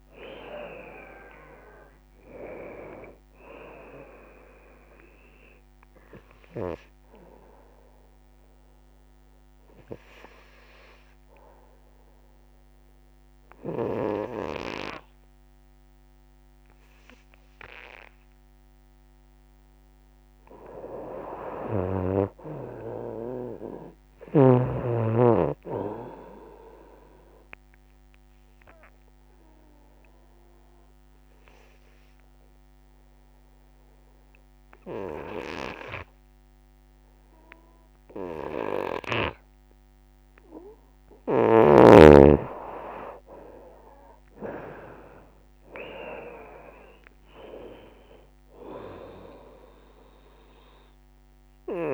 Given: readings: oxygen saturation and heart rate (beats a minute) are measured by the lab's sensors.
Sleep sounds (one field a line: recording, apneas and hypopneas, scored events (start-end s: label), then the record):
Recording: breathing in sleep by a microphone on the trachea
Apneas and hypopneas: 2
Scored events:
0.00-8.50 s: drop in pulse transit time (device-marked, heart rate 77 extreme)
2.50-20.50 s: oxygen desaturation (device-marked, oxygen 94% before, 84% lowest, heart rate 77 before, 64 extreme)
8.50-19.50 s: obstructive apnea (oxygen 94% before, 84% lowest, heart rate 81 before, 64 extreme, up 12 after)
21.50-24.50 s: arousal
25.50-41.50 s: oxygen desaturation (device-marked, oxygen 97% before, 88% lowest, heart rate 74 before, 63 extreme)
28.50-40.50 s: obstructive apnea (oxygen 97% before, 84% lowest, heart rate 74 before, 63 extreme, up 26 after)
42.50-46.50 s: arousal
43.50-51.94 s: drop in pulse transit time (device-marked, heart rate 71 before, 66 extreme)
47.50-51.94 s: oxygen desaturation (device-marked, oxygen 94% before, 86% lowest, heart rate 72 before, 63 extreme)
From the record:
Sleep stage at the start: N2 (light sleep)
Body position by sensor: on the right side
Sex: female